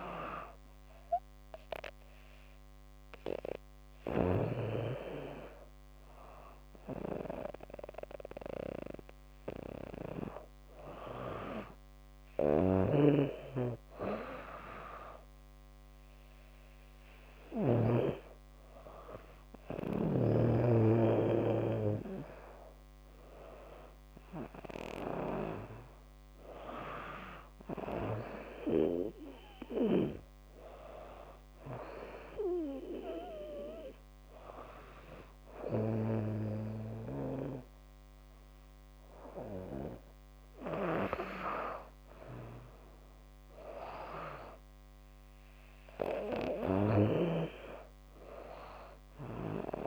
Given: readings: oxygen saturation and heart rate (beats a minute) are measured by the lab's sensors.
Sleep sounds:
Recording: breathing in sleep by a microphone on the trachea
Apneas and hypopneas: 1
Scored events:
0.00-8.00 s: oxygen desaturation (device-marked, oxygen 95% lowest, heart rate 76 extreme)
11.50-17.00 s: snoring (device-marked)
28.50-40.50 s: hypopnea (oxygen 98% before, 95% lowest, heart rate 78 before, 77 extreme, up 5 after)
42.00-45.00 s: arousal
From the record:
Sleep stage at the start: N2 (light sleep)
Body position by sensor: on the back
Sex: female

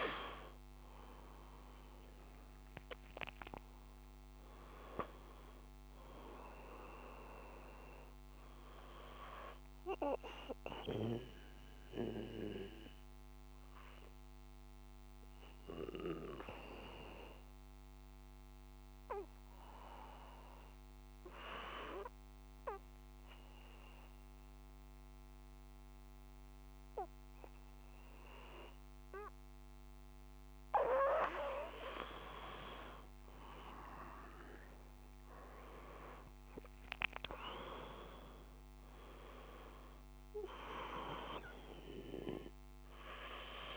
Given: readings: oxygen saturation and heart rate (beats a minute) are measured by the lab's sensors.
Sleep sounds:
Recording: breathing in sleep by a microphone on the trachea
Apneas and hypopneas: 1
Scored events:
0.00-4.00 s: arousal
7.50-26.50 s: oxygen desaturation (device-marked, oxygen 97% before, 93% lowest, heart rate 67 before, 28 extreme)
11.00-29.00 s: obstructive apnea (oxygen 97% before, 92% lowest, heart rate 62 before, 28 extreme, up 10 after)
33.00-37.00 s: arousal
From the record:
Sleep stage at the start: N2 (light sleep)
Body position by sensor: on the back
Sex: male

